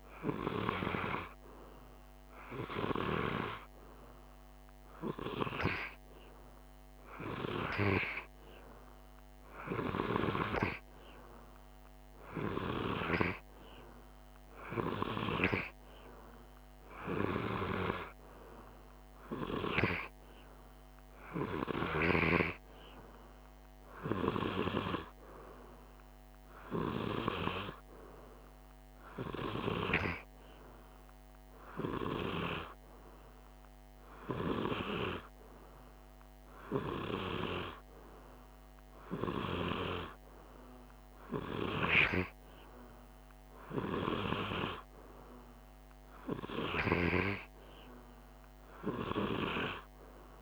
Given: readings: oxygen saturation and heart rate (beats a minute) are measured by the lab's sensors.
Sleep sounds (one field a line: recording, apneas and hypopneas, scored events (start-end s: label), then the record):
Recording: breathing in sleep by a microphone on the trachea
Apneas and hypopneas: none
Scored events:
none scored
From the record:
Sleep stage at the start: N2 (light sleep)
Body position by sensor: on the right side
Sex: male